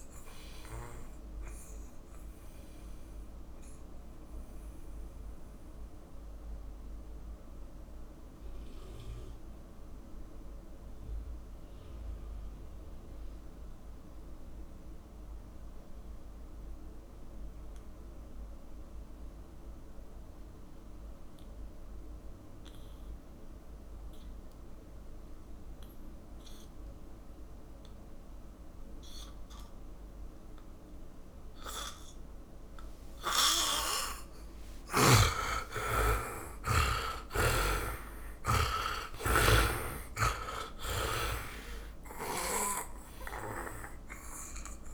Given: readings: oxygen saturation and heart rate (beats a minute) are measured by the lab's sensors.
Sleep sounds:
breathing in sleep by a room microphone; 1
0.00-23.50 s: oxygen desaturation (device-marked, oxygen 78% lowest, heart rate 51 extreme)
2.00-33.00 s: mixed apnea (oxygen 100% before, 77% lowest, heart rate 66 before, 51 extreme, up 25 after)
28.50-44.94 s: oxygen desaturation (device-marked, oxygen 100% before, 77% lowest, heart rate 56 before, 51 extreme)
35.00-39.00 s: arousal
37.50-41.50 s: snoring (device-marked)
From the record:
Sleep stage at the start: N2 (light sleep); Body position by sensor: on the back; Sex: male

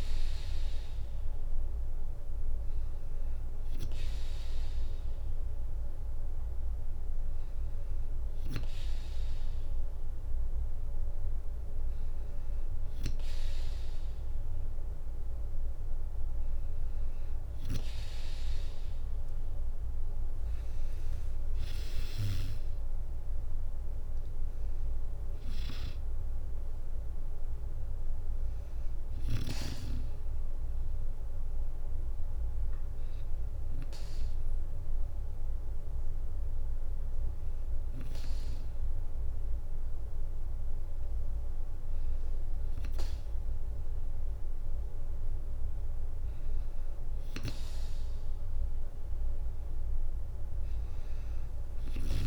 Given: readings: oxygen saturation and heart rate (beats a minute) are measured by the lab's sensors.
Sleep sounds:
breathing in sleep by a room microphone; 2
3.00-14.50 s: hypopnea (oxygen 97% before, 94% lowest, heart rate 62 before, 59 extreme, up 3 after)
19.50-23.00 s: arousal
21.50-34.50 s: drop in pulse transit time (device-marked, heart rate 61 before, 60 extreme)
29.50-40.50 s: hypopnea (oxygen 96% before, 94% lowest, heart rate 63 before, 59 extreme, up 1 after)
31.50-38.50 s: bradycardia (device-marked, heart rate 62 before, 59 extreme)
42.50-45.50 s: arousal
From the record:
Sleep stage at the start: N2 (light sleep); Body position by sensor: on the back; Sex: female

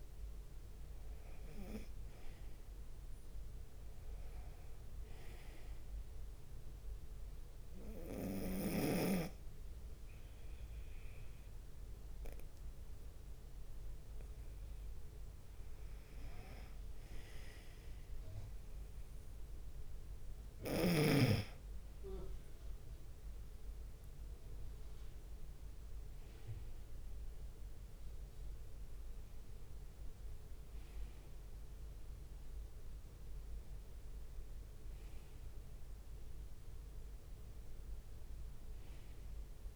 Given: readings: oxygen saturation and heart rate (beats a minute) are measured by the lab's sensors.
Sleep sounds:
breathing in sleep by a room microphone; 1
0.00-2.00 s: arousal
6.50-17.50 s: obstructive apnea (oxygen 94% before, 91% lowest, heart rate 68 before, 63 extreme, up 0 after)
15.50-18.00 s: leg movement (device-marked)
21.00-24.50 s: leg movement (device-marked)
21.00-25.00 s: arousal
From the record:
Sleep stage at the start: N2 (light sleep); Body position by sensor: on the right side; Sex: male

